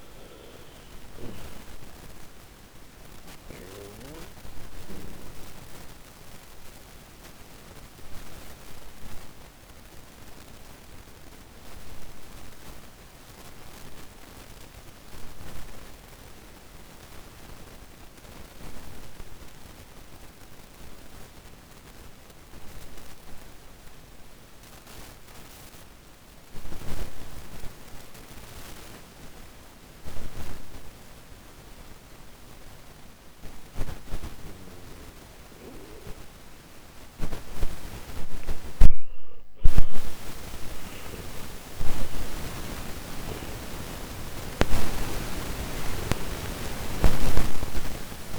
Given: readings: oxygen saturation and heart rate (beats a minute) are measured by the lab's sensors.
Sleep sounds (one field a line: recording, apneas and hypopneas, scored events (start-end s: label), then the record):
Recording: breathing in sleep by a microphone on the trachea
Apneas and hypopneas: 1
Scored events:
0.00-31.50 s: oxygen desaturation (device-marked, oxygen 83% lowest, heart rate 49 extreme)
3.00-38.50 s: obstructive apnea (oxygen 99% before, 83% lowest, heart rate 60 before, 49 extreme, up 9 after)
39.50-43.50 s: arousal
46.00-48.39 s: snoring (device-marked)
From the record:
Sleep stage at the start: N2 (light sleep)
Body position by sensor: on the back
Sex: male